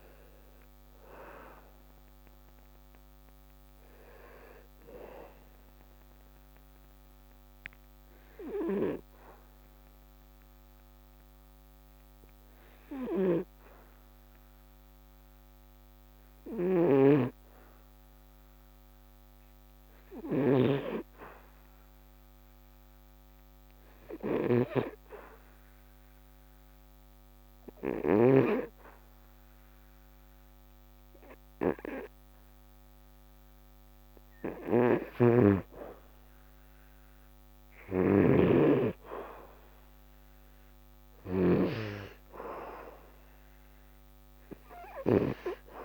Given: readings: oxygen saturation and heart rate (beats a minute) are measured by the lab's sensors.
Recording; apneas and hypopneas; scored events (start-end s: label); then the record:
breathing in sleep by a microphone on the trachea; 1
0.00-24.50 s: oxygen desaturation (device-marked, oxygen 67% lowest, heart rate 59 extreme)
8.50-33.50 s: hypopnea (oxygen 90% before, 67% lowest, heart rate 82 before, 68 extreme, up 4 after)
16.50-28.50 s: snoring (device-marked)
30.50-45.85 s: oxygen desaturation (device-marked, oxygen 98% before, 84% lowest, heart rate 74 before, 62 extreme)
35.00-40.00 s: arousal
35.00-42.00 s: snoring (device-marked)
From the record:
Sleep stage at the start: N2 (light sleep); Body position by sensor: on the back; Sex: male